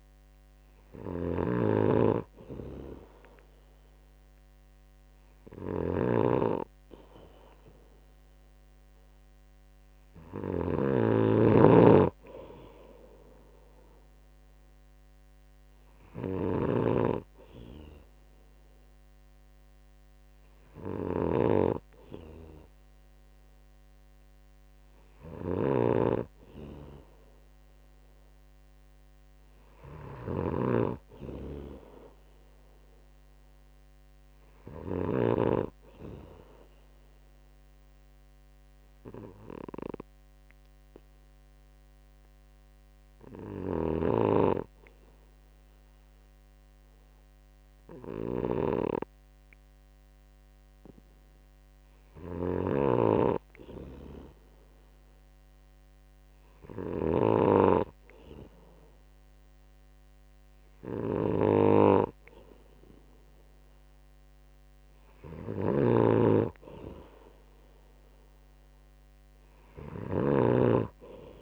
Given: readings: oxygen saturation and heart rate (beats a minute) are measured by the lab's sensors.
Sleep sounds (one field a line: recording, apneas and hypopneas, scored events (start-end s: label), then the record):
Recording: breathing in sleep by a microphone on the trachea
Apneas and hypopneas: 1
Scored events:
0.00-36.00 s: snoring (device-marked)
38.50-53.00 s: hypopnea (oxygen 95% before, 93% lowest, heart rate 64 before, 64 extreme, up 0 after)
44.00-71.42 s: snoring (device-marked)
55.00-58.00 s: arousal
From the record:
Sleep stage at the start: N2 (light sleep)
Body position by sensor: on the right side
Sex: male